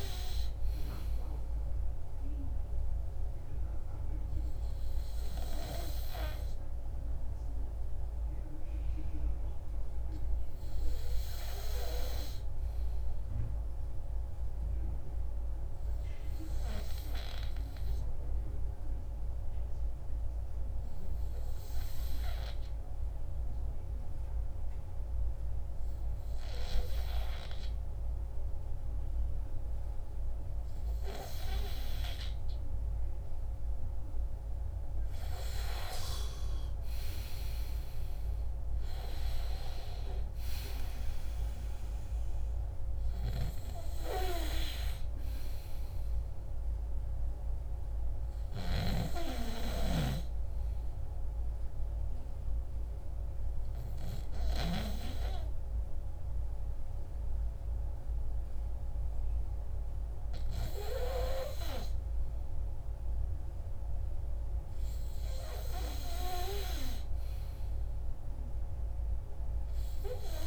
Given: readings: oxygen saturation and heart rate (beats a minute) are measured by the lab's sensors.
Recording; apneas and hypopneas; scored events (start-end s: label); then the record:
breathing in sleep by a room microphone; 2
4.00-33.50 s: obstructive apnea (oxygen 99% before, 92% lowest, heart rate 162 before, 151 extreme, up 20 after)
35.50-40.00 s: arousal
41.50-61.50 s: oxygen desaturation (device-marked, oxygen 96% before, 92% lowest, heart rate 169 before, 149 extreme)
49.50-61.00 s: obstructive apnea (oxygen 97% before, 92% lowest, heart rate 168 before, 149 extreme, up 11 after)
64.50-68.00 s: arousal
From the record:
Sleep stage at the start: N2 (light sleep); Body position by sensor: on the back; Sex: male